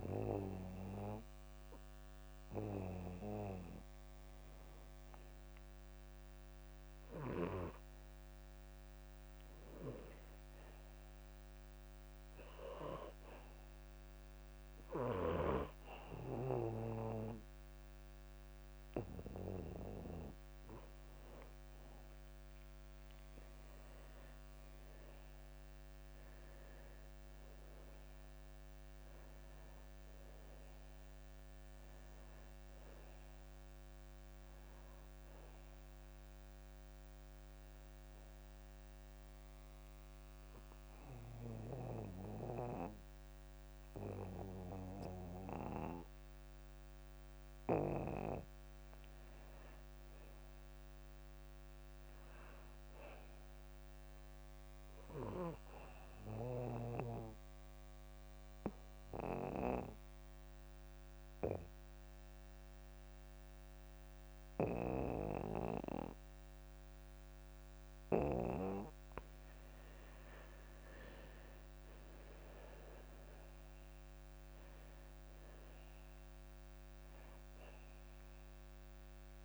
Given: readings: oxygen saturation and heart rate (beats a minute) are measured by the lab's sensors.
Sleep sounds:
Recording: breathing in sleep by a microphone on the trachea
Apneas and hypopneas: 3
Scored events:
6.50-14.50 s: oxygen desaturation (device-marked, oxygen 93% before, 89% lowest)
12.00-22.50 s: hypopnea (oxygen 94% before, 88% lowest)
24.50-28.50 s: arousal
38.00-49.00 s: obstructive apnea (oxygen 91% before, 88% lowest)
52.00-55.00 s: arousal
58.00-69.00 s: obstructive apnea (oxygen 95% before, 86% lowest)
64.50-72.50 s: oxygen desaturation (device-marked, oxygen 95% before, 92% lowest)
71.50-75.50 s: arousal
From the record:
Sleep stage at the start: N2 (light sleep)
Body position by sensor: on the back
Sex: male

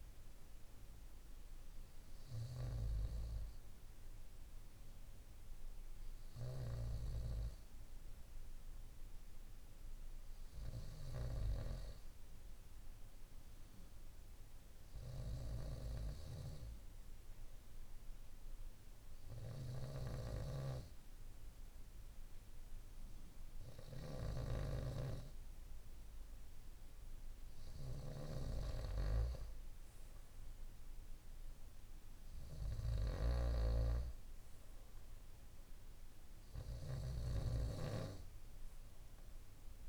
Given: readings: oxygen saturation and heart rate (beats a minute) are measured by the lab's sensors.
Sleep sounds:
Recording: breathing in sleep by a room microphone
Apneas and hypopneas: none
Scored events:
32.50-39.89 s: snoring (device-marked)
From the record:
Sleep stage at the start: N2 (light sleep)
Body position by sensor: on the right side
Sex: male

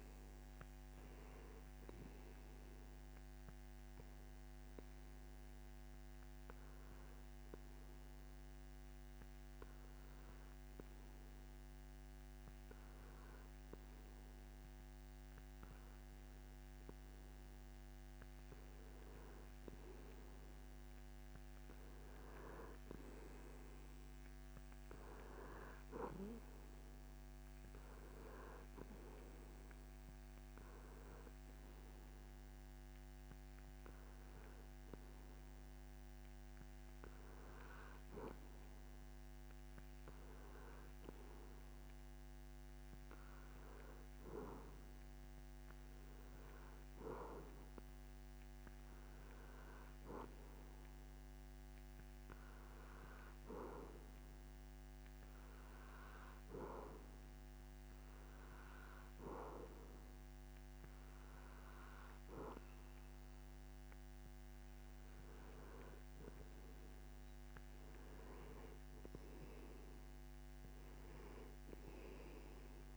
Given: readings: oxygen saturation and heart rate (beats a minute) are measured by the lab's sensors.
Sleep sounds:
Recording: breathing in sleep by a microphone on the trachea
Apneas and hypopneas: 1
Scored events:
3.50-17.00 s: hypopnea (oxygen 93% before, 90% lowest)
20.50-23.50 s: arousal
69.50-72.96 s: arousal
From the record:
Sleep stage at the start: N2 (light sleep)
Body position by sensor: on the back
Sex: male

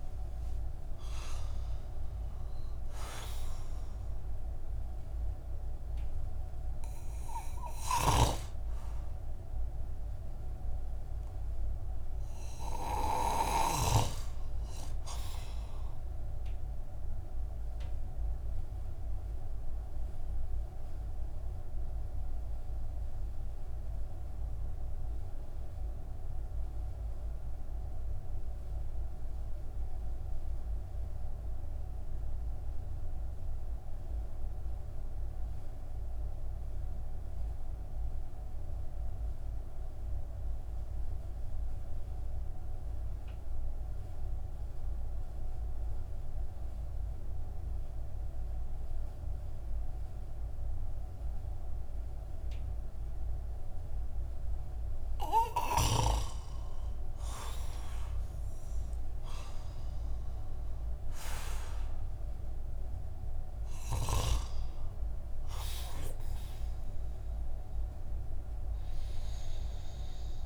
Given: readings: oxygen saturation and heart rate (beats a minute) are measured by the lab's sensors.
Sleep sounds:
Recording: breathing in sleep by a room microphone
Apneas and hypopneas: 1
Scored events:
0.00-1.50 s: arousal
0.00-31.50 s: oxygen desaturation (device-marked, oxygen 91% lowest)
7.00-13.00 s: snoring (device-marked)
16.50-54.50 s: mixed apnea (oxygen 97% before, 91% lowest)
46.50-70.45 s: oxygen desaturation (device-marked, oxygen 98% before, 91% lowest)
59.00-64.00 s: arousal
From the record:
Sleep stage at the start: N2 (light sleep)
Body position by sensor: on the back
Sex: male

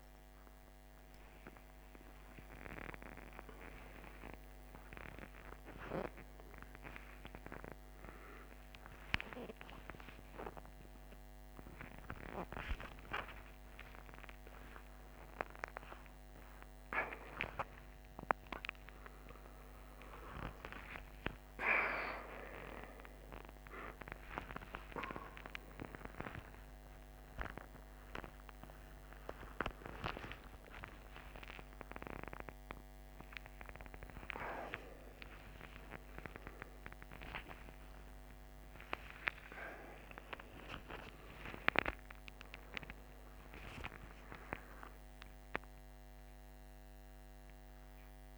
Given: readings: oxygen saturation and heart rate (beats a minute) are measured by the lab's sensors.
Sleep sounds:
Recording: a person awake in a sleep study, by a microphone on the trachea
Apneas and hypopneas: none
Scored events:
5.00-15.00 s: oxygen desaturation (device-marked, oxygen 98% before, 95% lowest, heart rate 68 before, 64 extreme)
30.00-36.00 s: tachycardia (device-marked, heart rate 56 before, 128 extreme)
43.00-48.38 s: tachycardia (device-marked, heart rate 58 before, 125 extreme)
From the record:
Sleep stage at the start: awake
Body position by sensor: on the back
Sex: male

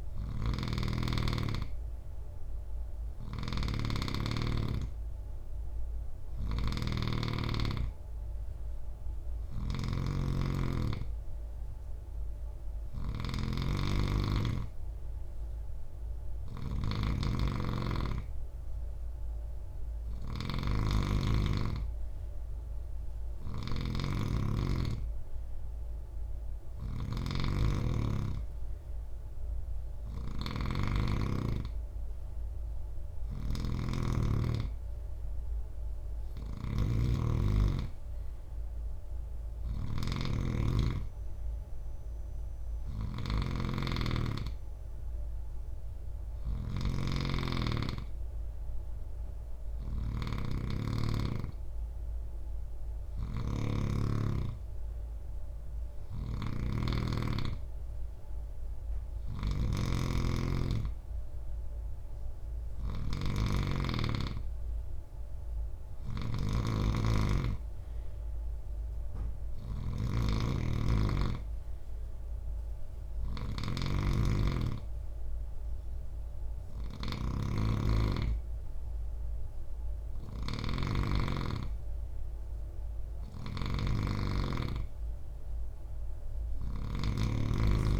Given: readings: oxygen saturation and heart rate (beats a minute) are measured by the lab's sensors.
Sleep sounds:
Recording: breathing in sleep by a room microphone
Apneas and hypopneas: none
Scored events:
0.00-88.00 s: snoring (device-marked)
From the record:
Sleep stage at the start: N3 (deep sleep)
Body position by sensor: on the right side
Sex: male

